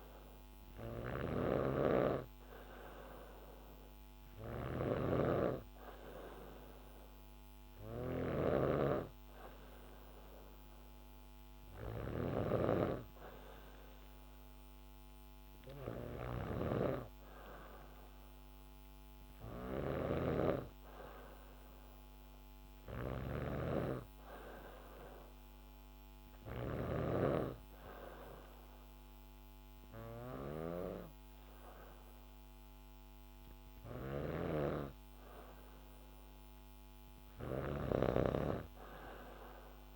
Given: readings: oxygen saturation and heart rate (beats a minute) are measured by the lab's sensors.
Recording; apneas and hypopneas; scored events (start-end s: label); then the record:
breathing in sleep by a microphone on the trachea; none
0.00-26.50 s: snoring (device-marked)
33.50-39.96 s: snoring (device-marked)
From the record:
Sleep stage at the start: N2 (light sleep); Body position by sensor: on the back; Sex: female